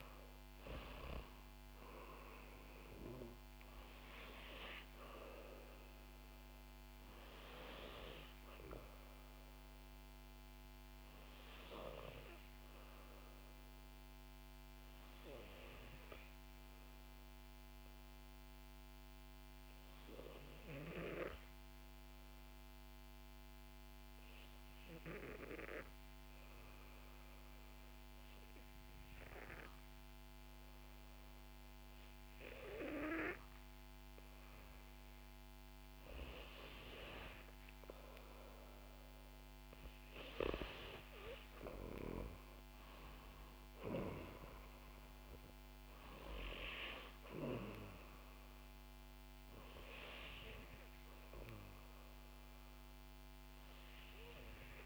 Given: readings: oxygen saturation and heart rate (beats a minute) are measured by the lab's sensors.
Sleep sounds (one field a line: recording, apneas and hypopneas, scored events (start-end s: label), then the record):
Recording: breathing in sleep by a microphone on the trachea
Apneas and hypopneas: 1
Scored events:
0.00-20.00 s: oxygen desaturation (device-marked, oxygen 91% lowest, heart rate 60 extreme)
16.00-34.50 s: obstructive apnea (oxygen 95% before, 89% lowest, heart rate 64 before, 56 extreme, up 3 after)
36.00-39.50 s: arousal
36.00-54.86 s: oxygen desaturation (device-marked, oxygen 95% before, 90% lowest, heart rate 62 before, 56 extreme)
From the record:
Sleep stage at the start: N2 (light sleep)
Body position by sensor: on the back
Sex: female